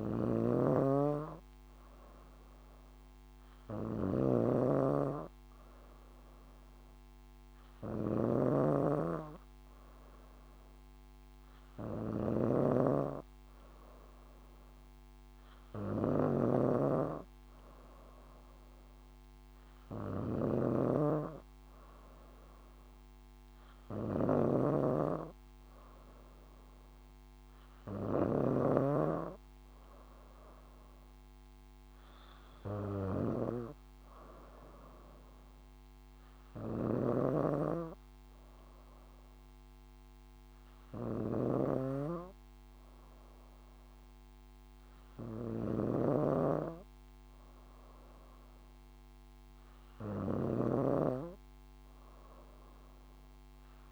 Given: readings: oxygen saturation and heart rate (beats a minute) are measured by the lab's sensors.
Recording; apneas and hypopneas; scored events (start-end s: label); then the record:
breathing in sleep by a microphone on the trachea; none
0.00-53.92 s: snoring (device-marked)
From the record:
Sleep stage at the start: N2 (light sleep); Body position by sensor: on the back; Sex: female